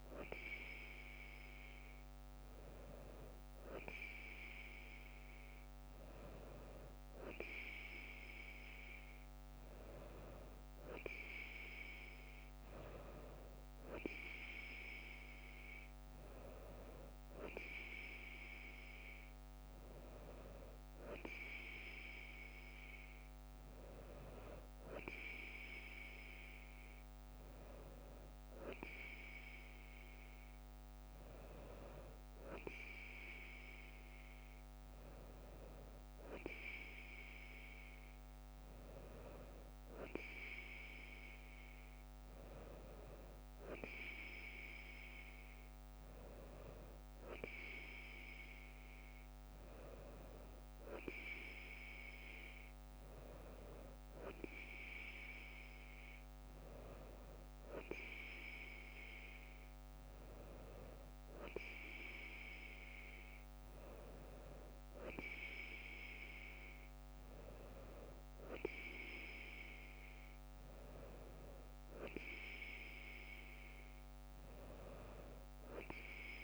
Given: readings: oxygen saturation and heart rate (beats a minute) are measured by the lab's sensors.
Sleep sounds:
breathing in sleep by a microphone on the trachea; none
none scored
From the record:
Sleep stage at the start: N2 (light sleep); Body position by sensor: on the right side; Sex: female

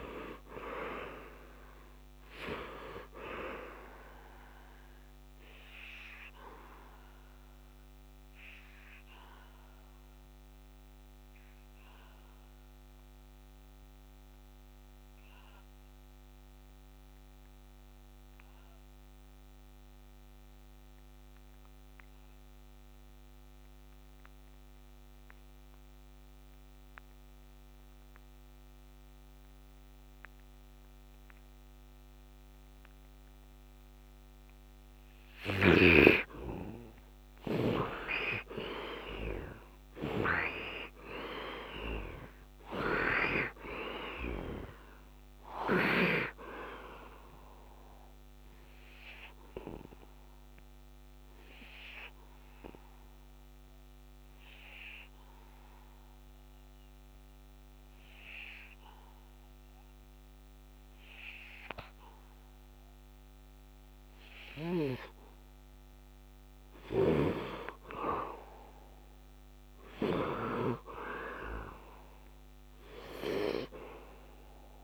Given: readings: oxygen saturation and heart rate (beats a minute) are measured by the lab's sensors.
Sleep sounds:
breathing in sleep by a microphone on the trachea; 2
0.00-3.00 s: oxygen desaturation (device-marked, oxygen 93% lowest, heart rate 68 extreme)
4.50-36.50 s: obstructive apnea (oxygen 100% before, 72% lowest, heart rate 78 before, 68 extreme, up 8 after)
5.00-19.00 s: oxygen desaturation (device-marked, oxygen 94% before, 78% lowest, heart rate 79 before, 68 extreme)
25.00-61.00 s: oxygen desaturation (device-marked, oxygen 99% before, 72% lowest, heart rate 72 before, 73 extreme)
35.00-45.50 s: snoring (device-marked)
38.50-42.50 s: arousal
47.00-64.50 s: obstructive apnea (oxygen 99% before, 72% lowest, heart rate 79 before, 73 extreme, up 8 after)
67.00-70.50 s: arousal
73.00-74.84 s: oxygen desaturation (device-marked, oxygen 99% before, 86% lowest, heart rate 77 before, 75 extreme)
From the record:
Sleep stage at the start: N2 (light sleep); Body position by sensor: on the back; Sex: male

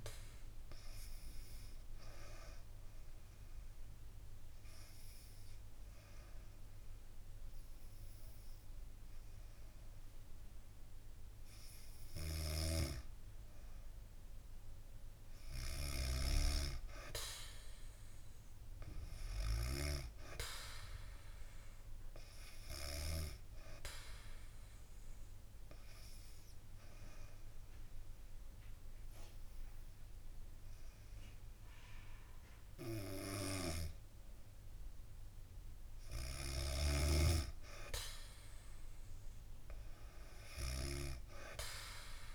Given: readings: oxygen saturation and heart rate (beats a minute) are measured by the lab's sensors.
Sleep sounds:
breathing in sleep by a room microphone; 2
1.50-12.50 s: obstructive apnea (oxygen 98% before, 93% lowest, heart rate 68 before, 64 extreme, up 2 after)
12.00-16.00 s: snoring (device-marked)
15.00-19.00 s: arousal
24.00-34.50 s: obstructive apnea (oxygen 98% before, 93% lowest, heart rate 69 before, 64 extreme, up 4 after)
39.50-42.35 s: arousal
From the record:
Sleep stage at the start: N2 (light sleep); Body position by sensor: on the back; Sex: female

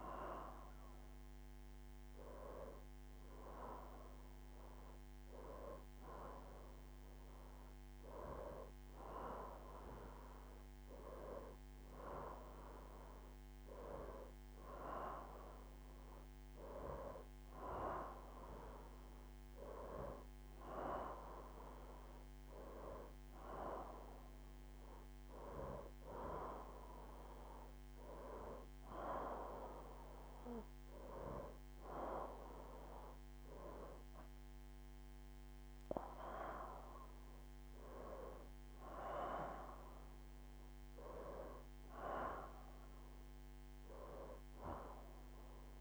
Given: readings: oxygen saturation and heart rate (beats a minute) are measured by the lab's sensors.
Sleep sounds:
breathing in sleep by a microphone on the trachea; none
none scored
From the record:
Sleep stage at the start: N2 (light sleep); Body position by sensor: on the right side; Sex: female

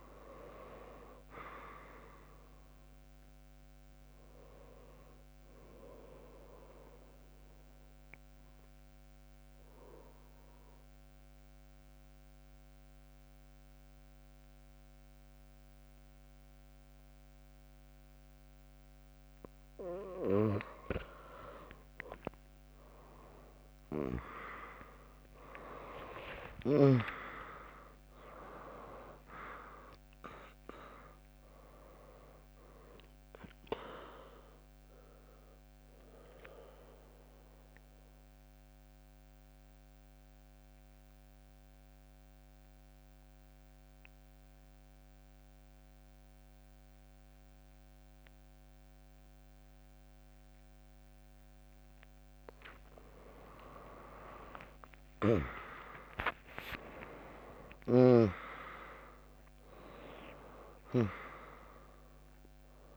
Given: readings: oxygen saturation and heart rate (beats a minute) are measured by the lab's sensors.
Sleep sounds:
breathing in sleep by a microphone on the trachea; 2
0.00-12.00 s: drop in pulse transit time (device-marked, heart rate 71 extreme)
0.00-17.00 s: oxygen desaturation (device-marked, oxygen 96% lowest, heart rate 62 extreme)
6.50-19.50 s: mixed apnea (oxygen 100% before, 96% lowest, heart rate 74 before, 62 extreme)
23.50-28.50 s: arousal
27.00-38.00 s: drop in pulse transit time (device-marked, heart rate 78 before, 67 extreme)
30.00-44.00 s: oxygen desaturation (device-marked, oxygen 99% before, 96% lowest, heart rate 75 before, 61 extreme)
34.50-51.50 s: mixed apnea (oxygen 100% before, 95% lowest, heart rate 76 before, 61 extreme, up 9 after)
53.00-57.50 s: arousal
58.00-62.97 s: drop in pulse transit time (device-marked, heart rate 66 before, 68 extreme)
60.00-62.97 s: oxygen desaturation (device-marked, oxygen 100% before, 96% lowest, heart rate 65 before, 59 extreme)
From the record:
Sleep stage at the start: N2 (light sleep); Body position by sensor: on the back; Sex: female

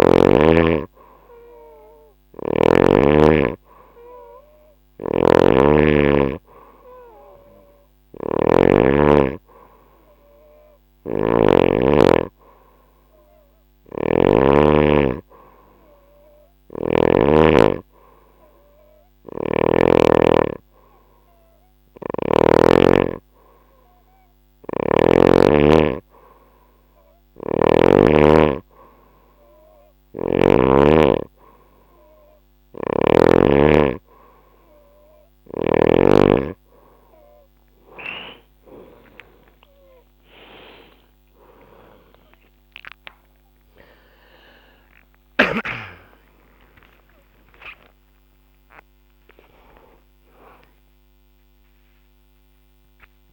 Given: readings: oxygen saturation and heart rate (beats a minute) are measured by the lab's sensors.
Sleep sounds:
breathing in sleep by a microphone on the trachea; none
4.00-11.00 s: snoring (device-marked)
13.00-16.50 s: snoring (device-marked)
18.50-22.00 s: snoring (device-marked)
26.50-30.00 s: snoring (device-marked)
46.00-53.33 s: arousal
From the record:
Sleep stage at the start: N2 (light sleep); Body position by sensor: on the right side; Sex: female

